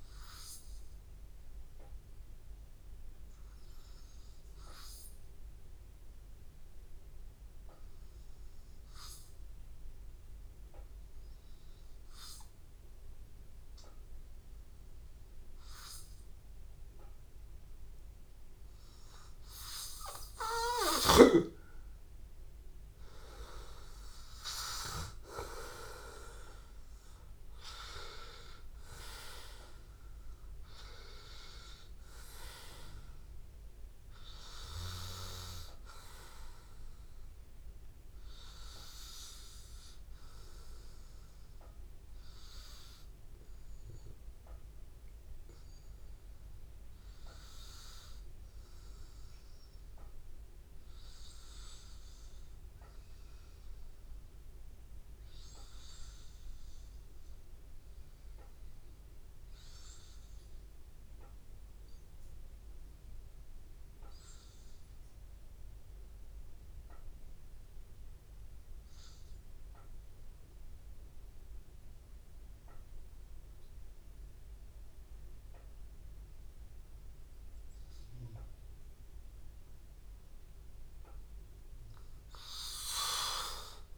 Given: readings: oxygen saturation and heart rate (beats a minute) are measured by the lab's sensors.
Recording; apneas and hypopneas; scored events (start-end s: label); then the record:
breathing in sleep by a room microphone; 2
3.50-19.00 s: obstructive apnea (oxygen 98% before, 92% lowest, heart rate 85 before, 83 extreme, up 5 after)
18.50-45.50 s: oxygen desaturation (device-marked, oxygen 97% before, 92% lowest, heart rate 84 before, 82 extreme)
21.50-25.00 s: arousal
26.50-28.50 s: long interval between heartbeats (device-marked, heart rate 83 before, 85 extreme)
41.50-78.00 s: hypopnea (oxygen 96% before, 93% lowest, heart rate 85 before, 82 extreme, up 1 after)
68.50-83.98 s: oxygen desaturation (device-marked, oxygen 98% before, 93% lowest, heart rate 83 before, 82 extreme)
80.50-83.98 s: arousal
From the record:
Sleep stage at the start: N2 (light sleep); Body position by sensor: on the back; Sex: male